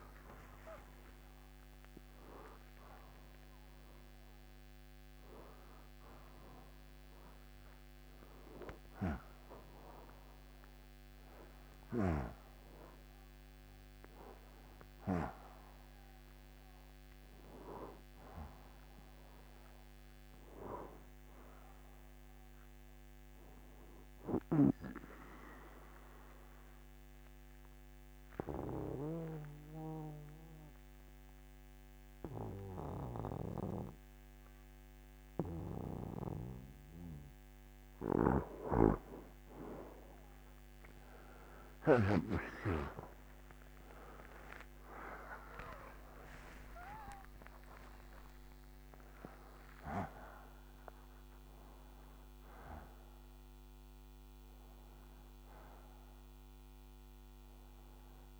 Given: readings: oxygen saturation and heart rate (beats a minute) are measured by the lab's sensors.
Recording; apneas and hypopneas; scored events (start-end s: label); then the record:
breathing in sleep by a microphone on the trachea; 1
0.00-4.50 s: oxygen desaturation (device-marked, oxygen 87% lowest, heart rate 70 extreme)
10.50-15.50 s: arousal
23.00-37.50 s: obstructive apnea (oxygen 96% before, 85% lowest, heart rate 80 before, 61 extreme, up 15 after)
50.50-58.40 s: new sleep stage, awake
From the record:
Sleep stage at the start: N2 (light sleep); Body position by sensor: on the right side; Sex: male